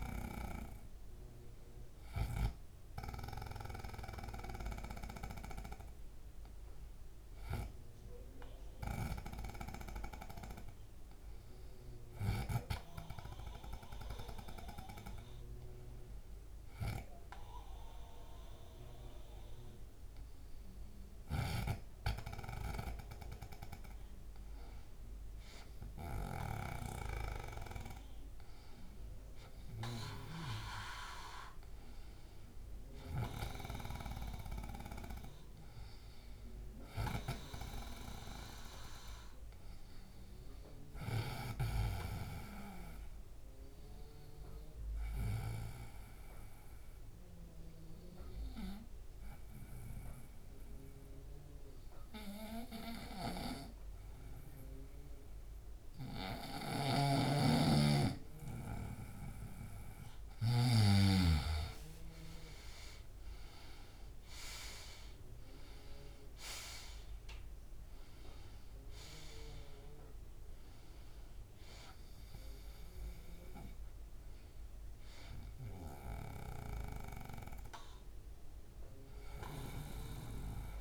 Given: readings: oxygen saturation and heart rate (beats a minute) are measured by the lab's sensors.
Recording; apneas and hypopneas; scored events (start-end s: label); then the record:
breathing in sleep by a room microphone; 2
0.00-12.50 s: oxygen desaturation (device-marked, oxygen 92% lowest, heart rate 70 extreme)
1.50-21.50 s: hypopnea (oxygen 98% before, 92% lowest, heart rate 73 before, 72 extreme)
21.00-30.00 s: snoring (device-marked)
25.00-28.00 s: arousal
44.00-59.00 s: obstructive apnea (oxygen 98% before, 91% lowest, heart rate 73 before, 68 extreme, up 7 after)
56.50-60.50 s: snoring (device-marked)
62.00-65.50 s: arousal
65.50-80.81 s: oxygen desaturation (device-marked, oxygen 97% before, 91% lowest, heart rate 70 before, 69 extreme)
From the record:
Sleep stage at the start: N2 (light sleep); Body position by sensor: on the right side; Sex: male